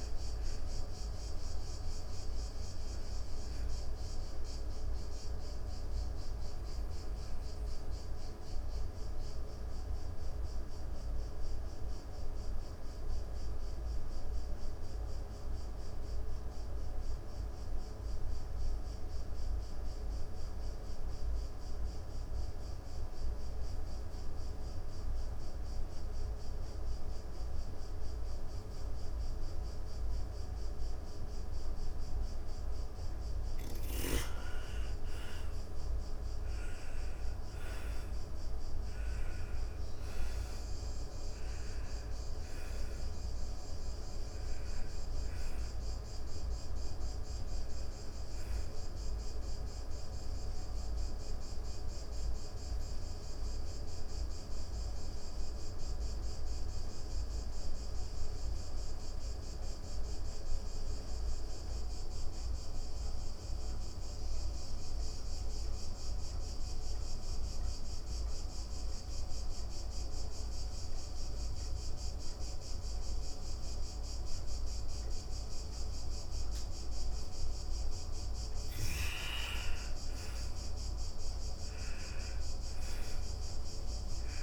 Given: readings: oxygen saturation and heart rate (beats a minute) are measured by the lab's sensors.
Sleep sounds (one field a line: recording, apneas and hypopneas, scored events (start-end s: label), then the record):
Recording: breathing in sleep, hard to hear, by a room microphone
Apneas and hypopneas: 2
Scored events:
0.00-18.50 s: oxygen desaturation (device-marked, oxygen 82% lowest)
6.00-30.50 s: obstructive apnea (oxygen 97% before, 82% lowest)
32.50-59.50 s: oxygen desaturation (device-marked, oxygen 98% before, 84% lowest)
33.00-38.50 s: arousal
49.00-76.50 s: obstructive apnea (oxygen 99% before, 84% lowest)
78.50-84.43 s: oxygen desaturation (device-marked, oxygen 98% before, 87% lowest)
From the record:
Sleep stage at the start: N2 (light sleep)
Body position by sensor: on the back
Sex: female